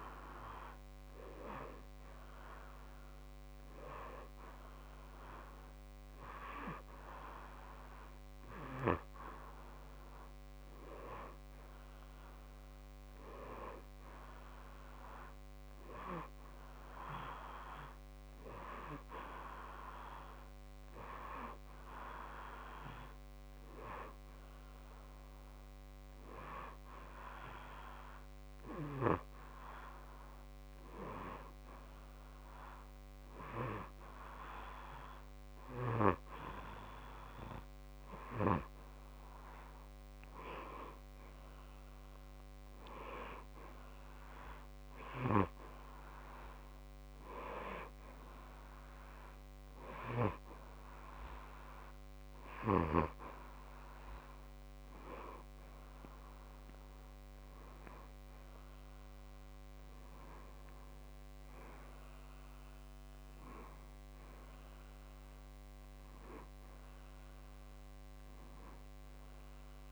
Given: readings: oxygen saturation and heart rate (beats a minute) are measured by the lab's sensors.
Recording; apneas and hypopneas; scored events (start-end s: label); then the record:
breathing in sleep by a microphone on the trachea; 1
21.00-24.50 s: arousal
27.00-38.50 s: hypopnea (oxygen 95% before, 91% lowest, heart rate 58 before, 53 extreme, up 8 after)
55.00-59.00 s: arousal
From the record:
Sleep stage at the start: N2 (light sleep); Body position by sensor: on the back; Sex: male